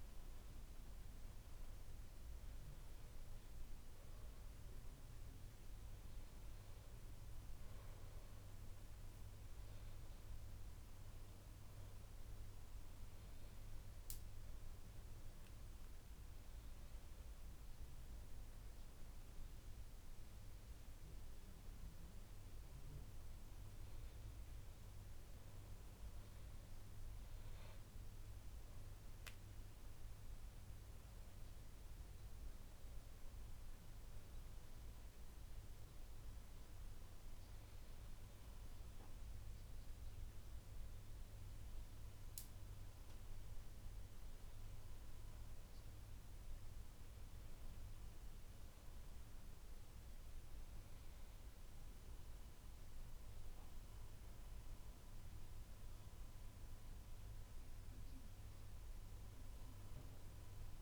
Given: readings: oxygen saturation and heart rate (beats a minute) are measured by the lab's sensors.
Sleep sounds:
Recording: breathing in sleep, hard to hear, by a room microphone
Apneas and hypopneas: none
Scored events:
none scored
From the record:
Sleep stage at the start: N2 (light sleep)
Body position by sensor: on the back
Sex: male

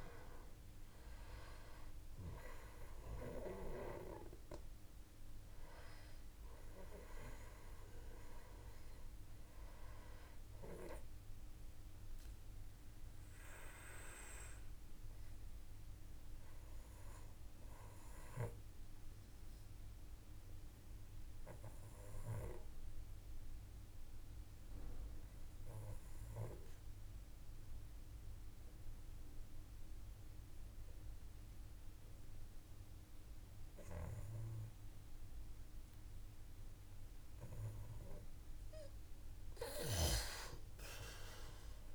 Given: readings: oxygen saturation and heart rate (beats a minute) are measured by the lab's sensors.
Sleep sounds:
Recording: breathing in sleep by a room microphone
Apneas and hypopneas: 1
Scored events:
0.00-20.00 s: oxygen desaturation (device-marked, oxygen 92% lowest, heart rate 52 extreme)
10.50-37.00 s: obstructive apnea (oxygen 97% before, 91% lowest, heart rate 57 before, 52 extreme, up 4 after)
37.00-41.95 s: oxygen desaturation (device-marked, oxygen 98% before, 91% lowest, heart rate 55 before, 52 extreme)
40.00-41.95 s: arousal
From the record:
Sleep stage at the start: N2 (light sleep)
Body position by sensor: on the back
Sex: male

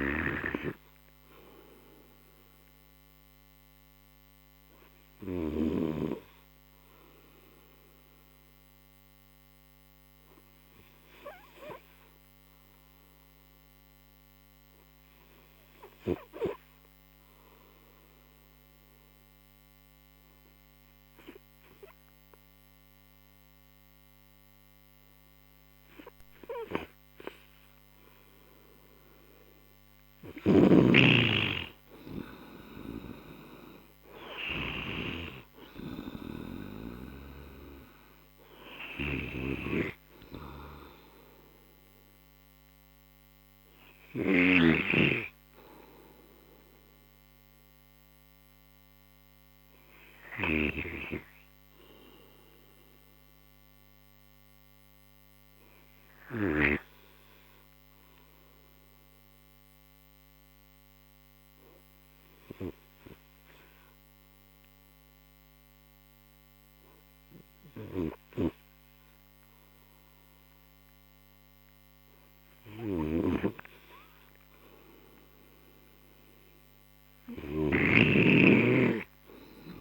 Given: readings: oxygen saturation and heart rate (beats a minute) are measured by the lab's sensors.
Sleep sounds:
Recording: breathing in sleep by a microphone on the trachea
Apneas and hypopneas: 2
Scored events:
0.00-2.00 s: oxygen desaturation (device-marked, oxygen 92% lowest, heart rate 34 extreme)
4.00-28.00 s: obstructive apnea (oxygen 96% before, 91% lowest, heart rate 50 before, 26 extreme, up 57 after)
27.00-47.00 s: oxygen desaturation (device-marked, oxygen 96% before, 91% lowest)
31.50-35.50 s: arousal
53.50-72.00 s: obstructive apnea (oxygen 96% before, 92% lowest)
73.50-76.50 s: arousal
74.00-79.81 s: oxygen desaturation (device-marked, oxygen 98% before, 92% lowest, heart rate 39 before, 32 extreme)
77.50-79.81 s: snoring (device-marked)
From the record:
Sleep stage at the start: N2 (light sleep)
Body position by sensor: on the right side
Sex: male

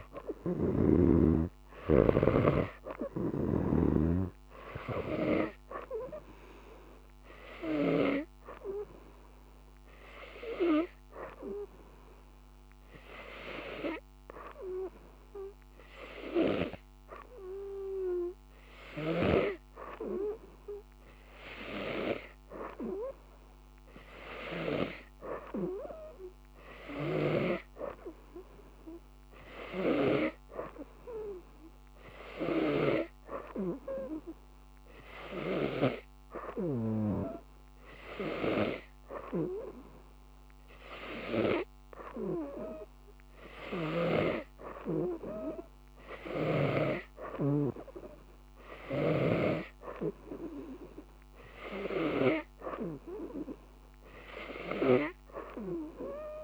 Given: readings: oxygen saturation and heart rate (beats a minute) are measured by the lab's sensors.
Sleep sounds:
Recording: breathing in sleep by a microphone on the trachea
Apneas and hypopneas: none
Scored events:
0.00-2.50 s: snoring (device-marked)
From the record:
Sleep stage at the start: N2 (light sleep)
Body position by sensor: on the right side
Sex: female

